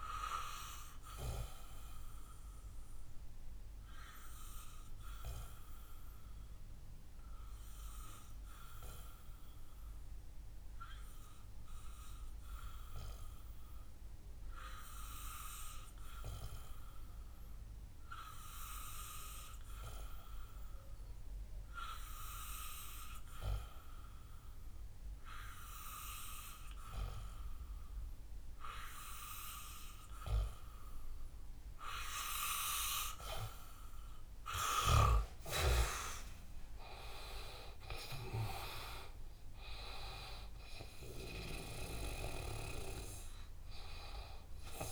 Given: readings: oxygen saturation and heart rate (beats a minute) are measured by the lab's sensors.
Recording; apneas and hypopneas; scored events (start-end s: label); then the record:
breathing in sleep by a room microphone; 1
5.50-33.50 s: obstructive apnea (oxygen 94% before, 89% lowest, heart rate 65 before, 61 extreme, up 11 after)
32.00-44.91 s: oxygen desaturation (device-marked, oxygen 95% before, 89% lowest, heart rate 62 before, 59 extreme)
39.50-43.50 s: arousal
From the record:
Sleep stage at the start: N2 (light sleep); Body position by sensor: on the back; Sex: male